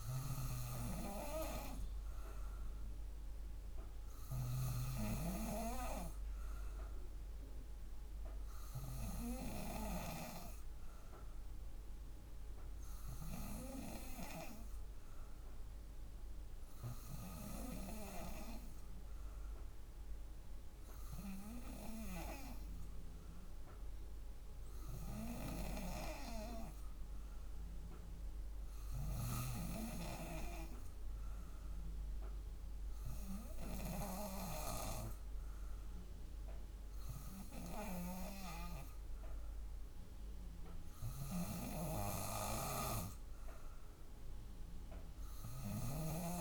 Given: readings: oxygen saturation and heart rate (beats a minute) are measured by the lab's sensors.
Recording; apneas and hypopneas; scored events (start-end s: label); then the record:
breathing in sleep by a room microphone; none
40.50-46.41 s: snoring (device-marked)
From the record:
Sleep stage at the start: N2 (light sleep); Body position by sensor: on the back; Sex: female